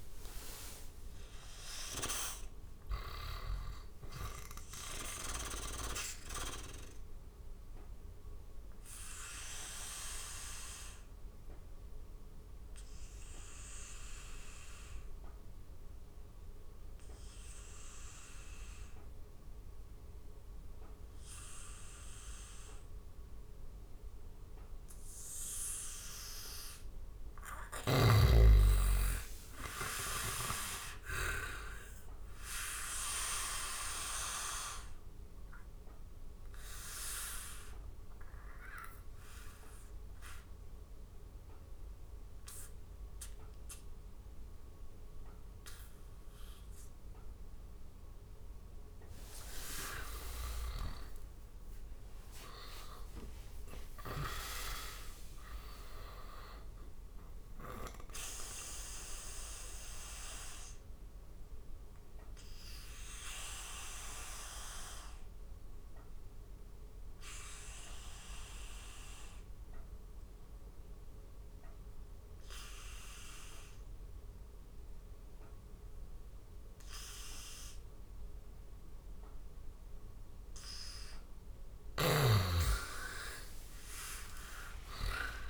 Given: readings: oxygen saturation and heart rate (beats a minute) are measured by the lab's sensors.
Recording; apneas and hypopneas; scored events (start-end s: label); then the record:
breathing in sleep by a room microphone; 3
0.00-2.00 s: arousal
0.00-3.00 s: snoring (device-marked)
1.50-26.50 s: oxygen desaturation (device-marked, oxygen 99% before, 92% lowest, heart rate 74 before, 70 extreme)
7.50-24.50 s: obstructive apnea (oxygen 99% before, 92% lowest, heart rate 76 before, 70 extreme, up 5 after)
27.00-31.00 s: snoring (device-marked)
28.00-31.50 s: arousal
33.50-58.50 s: oxygen desaturation (device-marked, oxygen 98% before, 92% lowest, heart rate 74 before, 69 extreme)
36.00-48.50 s: obstructive apnea (oxygen 98% before, 92% lowest, heart rate 75 before, 74 extreme, up 7 after)
50.00-53.50 s: arousal
50.00-57.50 s: snoring (device-marked)
58.00-80.00 s: obstructive apnea (oxygen 98% before, 88% lowest, heart rate 81 before, 69 extreme, up 55 after)
82.50-85.50 s: arousal
84.50-85.50 s: long interval between heartbeats (device-marked, heart rate 74 before, 115 extreme)
From the record:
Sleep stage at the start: N2 (light sleep); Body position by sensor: on the back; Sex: male